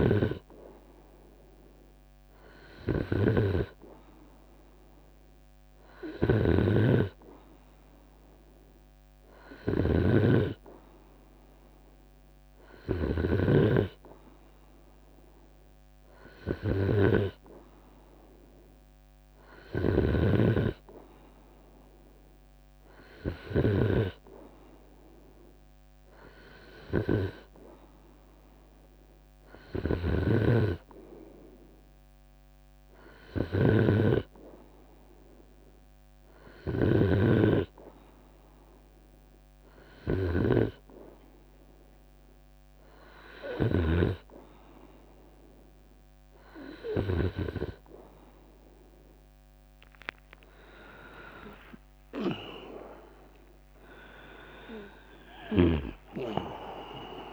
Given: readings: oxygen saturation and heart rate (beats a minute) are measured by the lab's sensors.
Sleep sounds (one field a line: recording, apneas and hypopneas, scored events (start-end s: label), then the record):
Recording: breathing in sleep by a microphone on the trachea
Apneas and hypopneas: none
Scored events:
0.00-1.00 s: long interval between heartbeats (device-marked, heart rate 79 extreme)
0.50-3.50 s: bradycardia (device-marked, heart rate 76 before, 65 extreme)
2.50-4.50 s: long interval between heartbeats (device-marked, heart rate 64 before, 57 extreme)
5.50-7.50 s: long interval between heartbeats (device-marked, heart rate 64 before, 59 extreme)
5.50-12.50 s: snoring (device-marked)
12.00-14.00 s: long interval between heartbeats (device-marked, heart rate 66 before, 71 extreme)
21.00-23.00 s: long interval between heartbeats (device-marked, heart rate 68 before, 80 extreme)
29.00-36.50 s: snoring (device-marked)
50.50-54.50 s: arousal
50.50-57.33 s: drop in pulse transit time (device-marked, heart rate 79 before, 76 extreme)
From the record:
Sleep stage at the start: N2 (light sleep)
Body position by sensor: on the right side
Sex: male